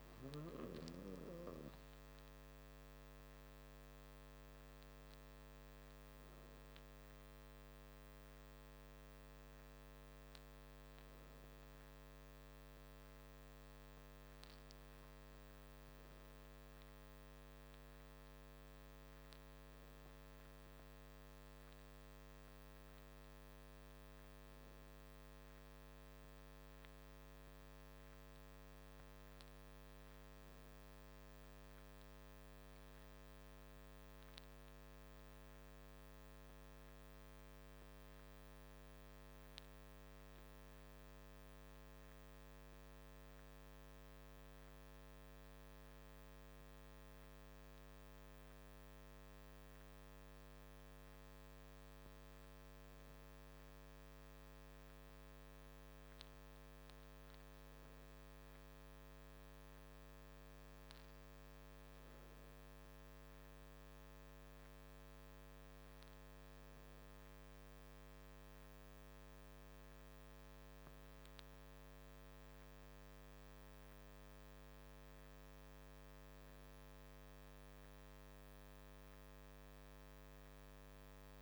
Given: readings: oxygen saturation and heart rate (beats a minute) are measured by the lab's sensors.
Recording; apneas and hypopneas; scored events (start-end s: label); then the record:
breathing in sleep, hard to hear, by a microphone on the trachea; none
none scored
From the record:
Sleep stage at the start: N2 (light sleep); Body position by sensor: on the back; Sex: male